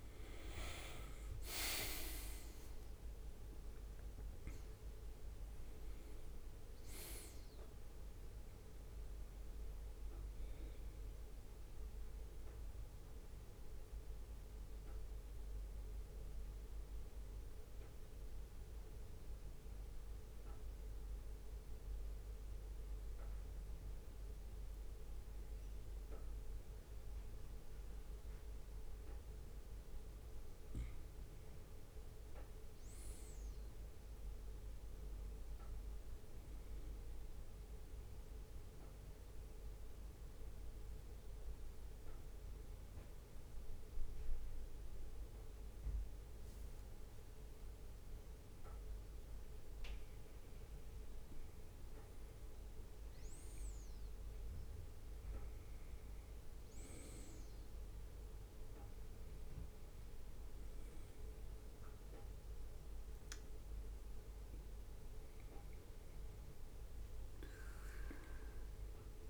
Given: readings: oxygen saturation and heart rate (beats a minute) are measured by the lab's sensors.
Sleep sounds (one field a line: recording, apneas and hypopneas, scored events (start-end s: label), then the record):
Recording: breathing in sleep, hard to hear, by a room microphone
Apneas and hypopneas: 2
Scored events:
0.00-3.00 s: arousal
0.00-15.00 s: oxygen desaturation (device-marked, oxygen 93% lowest, heart rate 63 extreme)
12.00-29.00 s: mixed apnea (oxygen 98% before, 93% lowest, heart rate 69 before, 63 extreme, up 5 after)
30.50-34.50 s: arousal
37.50-51.00 s: obstructive apnea (oxygen 98% before, 92% lowest, heart rate 66 before, 65 extreme, up 5 after)
53.00-56.50 s: arousal
From the record:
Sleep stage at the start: N2 (light sleep)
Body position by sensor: on the right side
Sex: male